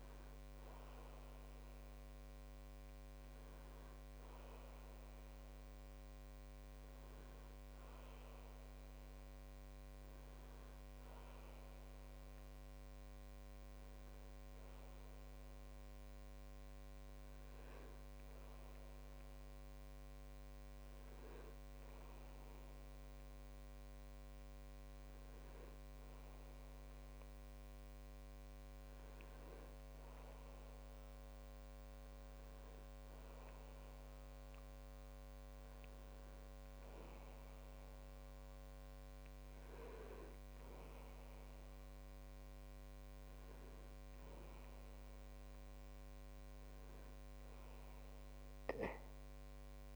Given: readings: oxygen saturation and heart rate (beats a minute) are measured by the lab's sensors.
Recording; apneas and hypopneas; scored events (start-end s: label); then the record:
breathing in sleep, hard to hear, by a microphone on the trachea; none
none scored
From the record:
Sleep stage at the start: N2 (light sleep); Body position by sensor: on the back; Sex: male